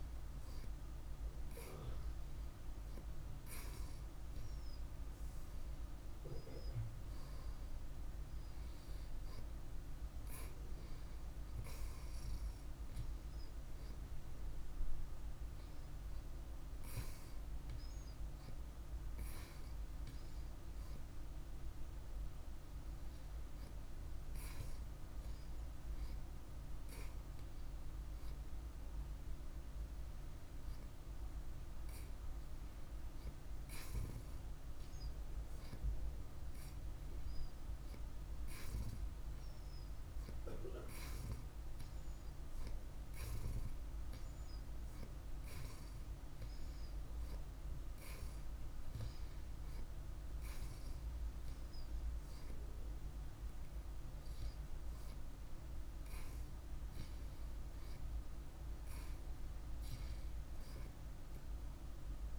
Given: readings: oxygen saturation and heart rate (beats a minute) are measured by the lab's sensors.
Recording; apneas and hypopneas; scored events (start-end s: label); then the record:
a person awake in a sleep study, hard to hear, by a room microphone; none
none scored
From the record:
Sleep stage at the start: awake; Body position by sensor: on the right side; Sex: male